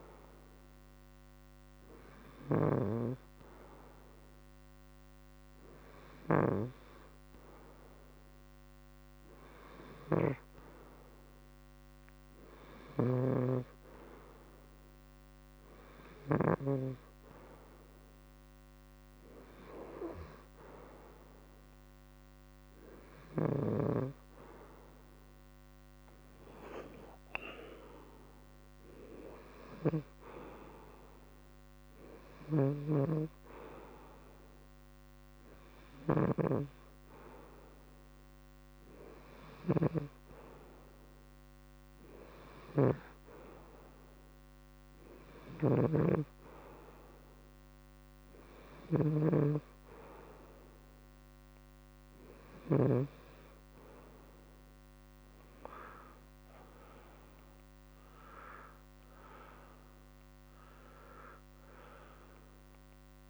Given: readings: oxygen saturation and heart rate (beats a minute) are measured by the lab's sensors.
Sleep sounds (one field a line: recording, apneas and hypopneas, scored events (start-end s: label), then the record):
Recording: breathing in sleep by a microphone on the trachea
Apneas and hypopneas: none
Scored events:
0.00-2.50 s: oxygen desaturation (device-marked, oxygen 92% lowest, heart rate 39 extreme)
0.00-10.00 s: snoring (device-marked)
12.00-16.00 s: snoring (device-marked)
32.00-52.50 s: snoring (device-marked)
From the record:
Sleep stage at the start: N2 (light sleep)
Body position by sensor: on the front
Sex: male